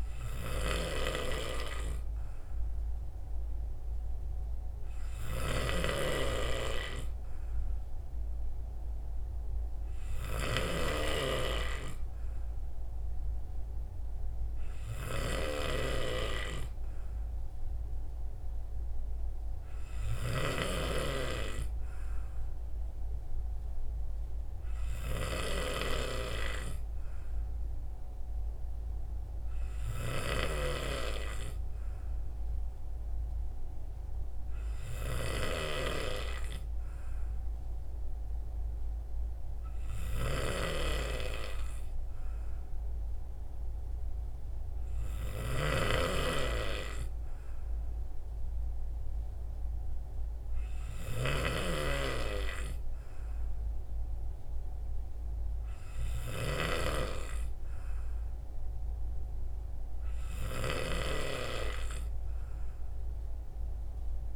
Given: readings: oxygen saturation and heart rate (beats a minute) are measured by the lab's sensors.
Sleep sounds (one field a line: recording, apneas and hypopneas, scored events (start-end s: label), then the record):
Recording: breathing in sleep by a room microphone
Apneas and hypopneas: none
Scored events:
none scored
From the record:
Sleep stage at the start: N3 (deep sleep)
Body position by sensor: on the right side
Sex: male